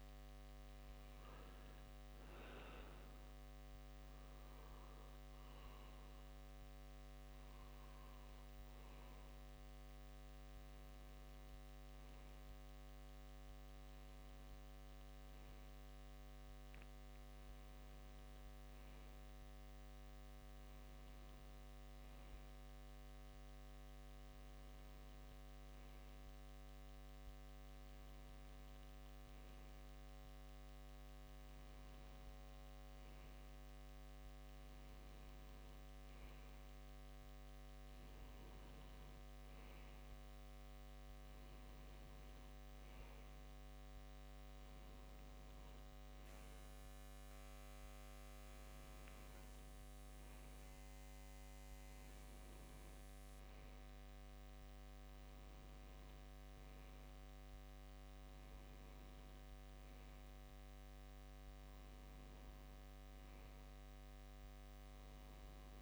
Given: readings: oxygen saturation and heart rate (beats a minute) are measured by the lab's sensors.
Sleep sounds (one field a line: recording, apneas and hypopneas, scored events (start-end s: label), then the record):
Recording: breathing in sleep, hard to hear, by a microphone on the trachea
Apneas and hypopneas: none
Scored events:
none scored
From the record:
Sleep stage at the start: N2 (light sleep)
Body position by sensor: on the left side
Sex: male